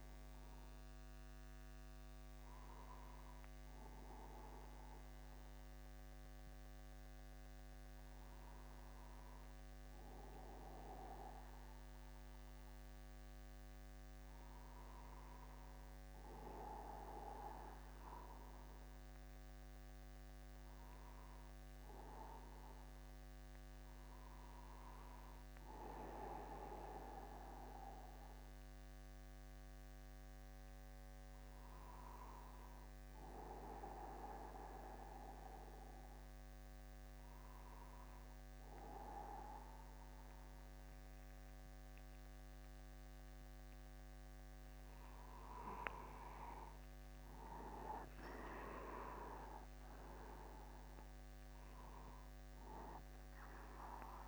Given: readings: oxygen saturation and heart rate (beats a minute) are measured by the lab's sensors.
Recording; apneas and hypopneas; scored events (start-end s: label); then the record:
a person awake in a sleep study, by a microphone on the trachea; none
49.00-51.00 s: long interval between heartbeats (device-marked, heart rate 50 before, 67 extreme)
51.50-53.50 s: long interval between heartbeats (device-marked, heart rate 52 before, 84 extreme)
From the record:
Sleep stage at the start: awake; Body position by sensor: upright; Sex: male